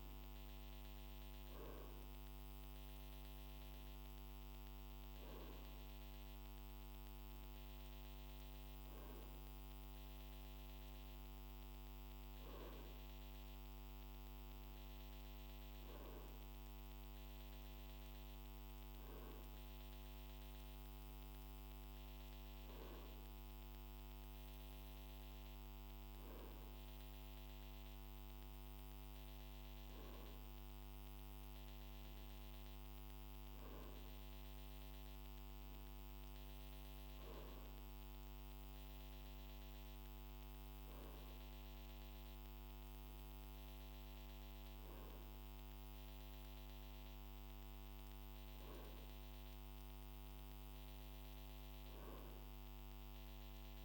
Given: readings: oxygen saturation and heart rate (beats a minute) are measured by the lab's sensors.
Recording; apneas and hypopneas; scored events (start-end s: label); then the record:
breathing in sleep, hard to hear, by a microphone on the trachea; none
none scored
From the record:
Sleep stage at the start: N2 (light sleep); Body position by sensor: on the right side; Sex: male